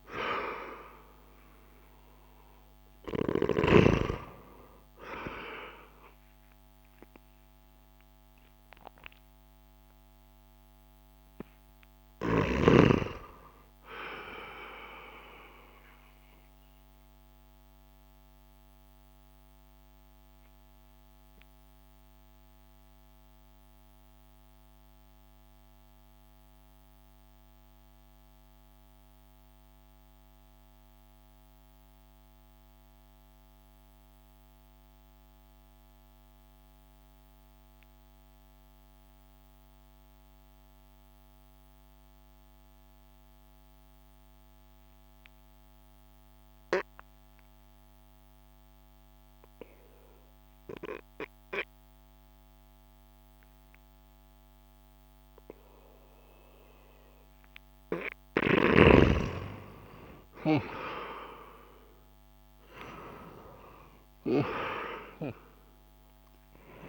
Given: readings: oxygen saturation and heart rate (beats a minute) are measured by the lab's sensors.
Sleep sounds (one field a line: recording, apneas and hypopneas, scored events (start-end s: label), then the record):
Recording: breathing in sleep by a microphone on the trachea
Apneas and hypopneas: 1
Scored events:
0.00-2.00 s: arousal
0.00-29.50 s: oxygen desaturation (device-marked, oxygen 88% lowest)
15.50-58.00 s: mixed apnea (oxygen 96% before, 87% lowest)
49.50-66.89 s: oxygen desaturation (device-marked, oxygen 97% before, 87% lowest)
64.00-66.89 s: arousal
From the record:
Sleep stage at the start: N2 (light sleep)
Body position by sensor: on the back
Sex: male